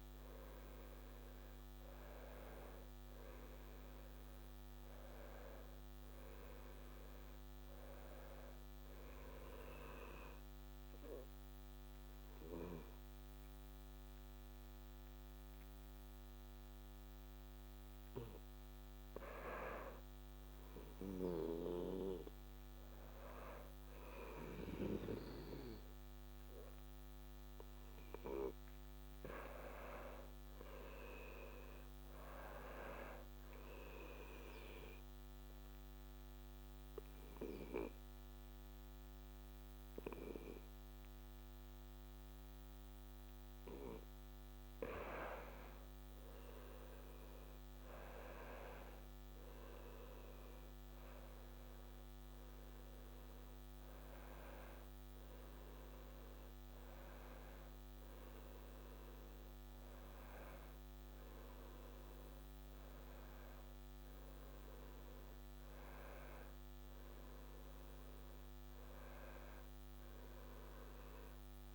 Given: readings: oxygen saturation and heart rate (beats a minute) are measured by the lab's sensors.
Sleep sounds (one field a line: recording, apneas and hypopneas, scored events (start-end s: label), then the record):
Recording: breathing in sleep by a microphone on the trachea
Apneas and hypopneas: 2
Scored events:
0.00-7.50 s: oxygen desaturation (device-marked, oxygen 91% lowest, heart rate 69 extreme)
9.50-20.00 s: obstructive apnea (oxygen 96% before, 91% lowest, heart rate 73 before, 67 extreme, up 1 after)
21.00-24.50 s: arousal
33.50-44.50 s: obstructive apnea (oxygen 96% before, 91% lowest, heart rate 71 before, 67 extreme, up 5 after)
45.50-49.50 s: arousal
53.50-66.50 s: oxygen desaturation (device-marked, oxygen 94% before, 91% lowest, heart rate 70 before, 69 extreme)
68.50-71.50 s: arousal
From the record:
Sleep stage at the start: N2 (light sleep)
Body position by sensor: on the back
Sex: male